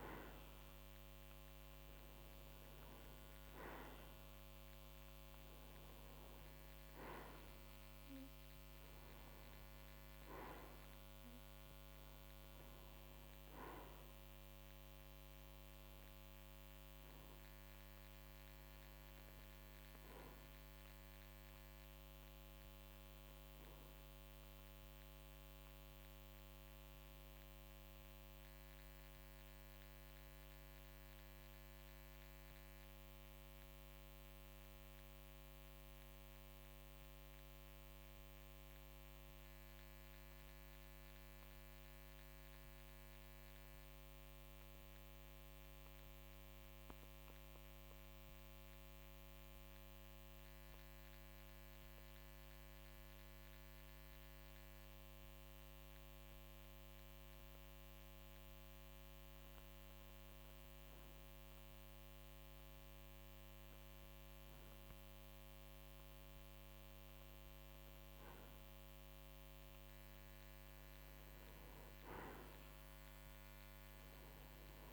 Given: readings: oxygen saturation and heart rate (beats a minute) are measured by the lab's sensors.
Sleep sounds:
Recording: breathing in sleep, hard to hear, by a microphone on the trachea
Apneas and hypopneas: 1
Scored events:
33.00-55.00 s: mixed apnea (oxygen 94% before, 91% lowest, heart rate 55 before, 48 extreme, up 8 after)
57.50-61.50 s: arousal
From the record:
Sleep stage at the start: N2 (light sleep)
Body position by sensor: on the right side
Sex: male

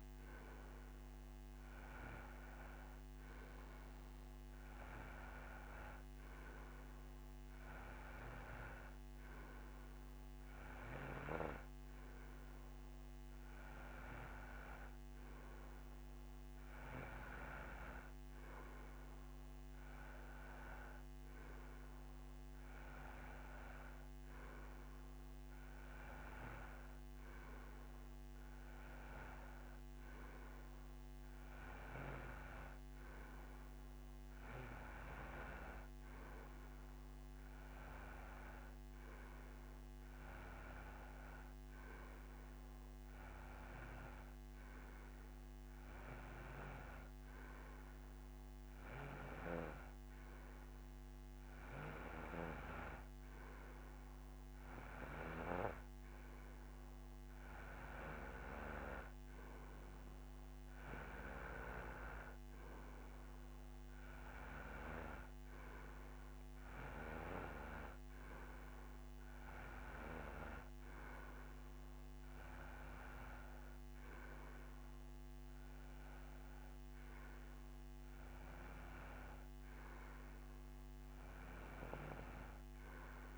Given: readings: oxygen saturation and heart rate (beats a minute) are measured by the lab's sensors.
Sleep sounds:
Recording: breathing in sleep by a microphone on the trachea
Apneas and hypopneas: none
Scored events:
none scored
From the record:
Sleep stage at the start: N2 (light sleep)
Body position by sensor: on the right side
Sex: male

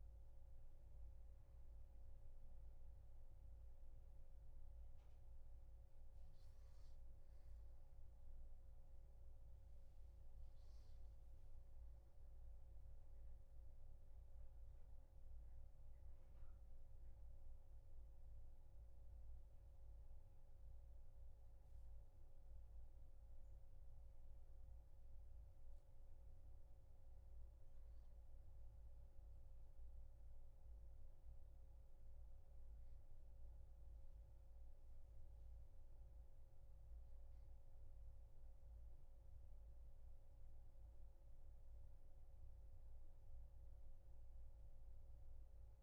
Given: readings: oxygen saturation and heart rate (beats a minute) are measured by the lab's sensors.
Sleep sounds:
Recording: breathing in sleep, hard to hear, by a room microphone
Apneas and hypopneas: none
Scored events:
none scored
From the record:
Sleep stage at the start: N1 (lightest sleep)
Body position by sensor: on the back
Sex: male

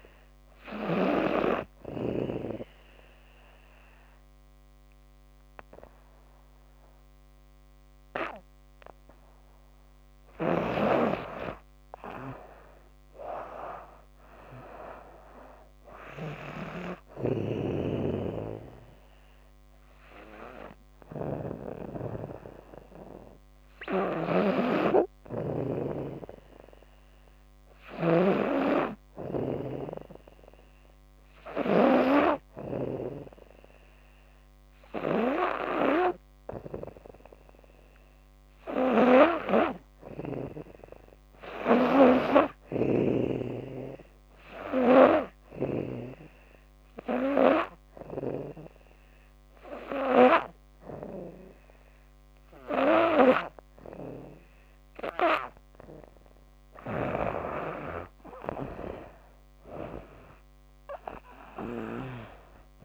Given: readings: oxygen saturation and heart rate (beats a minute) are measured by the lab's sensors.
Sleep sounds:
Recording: breathing in sleep by a microphone on the trachea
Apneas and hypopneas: 2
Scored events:
0.50-11.00 s: obstructive apnea (oxygen 98% before, 96% lowest, heart rate 79 before, 72 extreme, up 7 after)
9.50-21.00 s: snoring (device-marked)
13.50-16.50 s: arousal
23.00-45.00 s: snoring (device-marked)
44.50-56.00 s: obstructive apnea (oxygen 99% before, 95% lowest, heart rate 76 before, 74 extreme, up 4 after)
56.00-62.85 s: snoring (device-marked)
58.00-61.50 s: arousal
From the record:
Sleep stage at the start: N2 (light sleep)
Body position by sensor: on the back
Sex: female

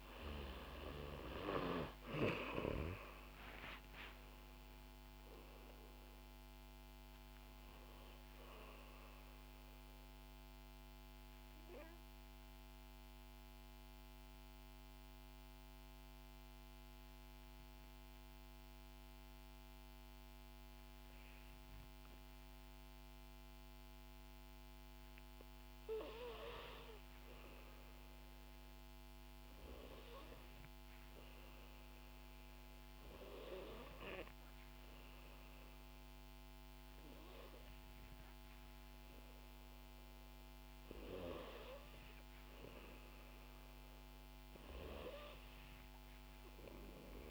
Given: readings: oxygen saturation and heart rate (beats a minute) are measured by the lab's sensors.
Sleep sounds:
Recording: breathing in sleep by a microphone on the trachea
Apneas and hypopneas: 1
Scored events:
2.00-6.50 s: arousal
9.00-24.50 s: obstructive apnea (oxygen 93% before, 91% lowest, heart rate 63 before, 59 extreme, up 6 after)
26.50-30.00 s: arousal
From the record:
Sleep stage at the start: N2 (light sleep)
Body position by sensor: on the back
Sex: female

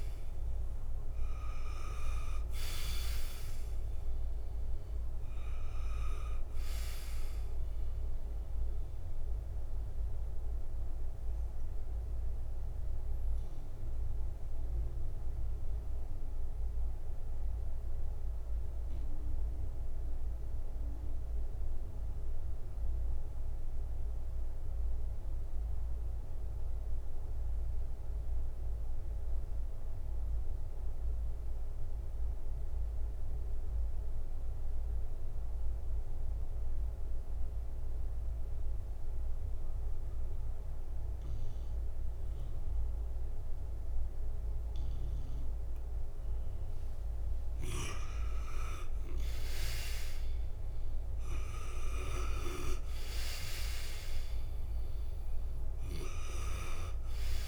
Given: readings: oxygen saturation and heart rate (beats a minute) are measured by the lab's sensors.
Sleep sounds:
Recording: breathing in sleep by a room microphone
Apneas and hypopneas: 1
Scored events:
0.00-28.00 s: oxygen desaturation (device-marked, oxygen 82% lowest, heart rate 56 extreme)
9.50-46.00 s: mixed apnea (oxygen 97% before, 82% lowest, heart rate 61 before, 56 extreme, up 7 after)
44.00-57.48 s: oxygen desaturation (device-marked, oxygen 97% before, 83% lowest, heart rate 66 before, 55 extreme)
47.00-51.00 s: arousal
From the record:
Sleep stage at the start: N2 (light sleep)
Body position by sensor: on the back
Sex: male

